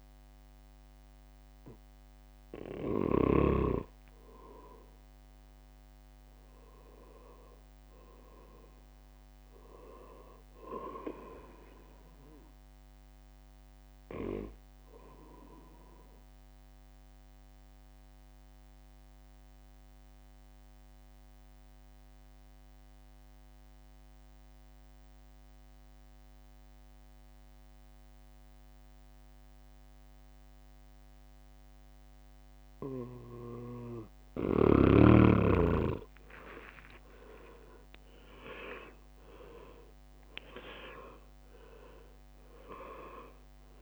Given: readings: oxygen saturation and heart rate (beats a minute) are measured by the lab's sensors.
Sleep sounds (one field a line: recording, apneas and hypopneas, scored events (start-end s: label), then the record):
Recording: breathing in sleep by a microphone on the trachea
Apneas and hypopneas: 1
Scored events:
3.00-20.00 s: drop in pulse transit time (device-marked, heart rate 63 before, 62 extreme)
8.50-10.00 s: leg movement (device-marked)
15.00-33.50 s: obstructive apnea (oxygen 100% before, 90% lowest, heart rate 66 before, 61 extreme, up 13 after)
36.00-39.50 s: arousal
37.00-43.82 s: drop in pulse transit time (device-marked, heart rate 64 before, 67 extreme)
39.00-43.82 s: oxygen desaturation (device-marked, oxygen 98% before, 90% lowest, heart rate 64 before, 64 extreme)
From the record:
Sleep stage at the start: N2 (light sleep)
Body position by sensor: on the back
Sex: male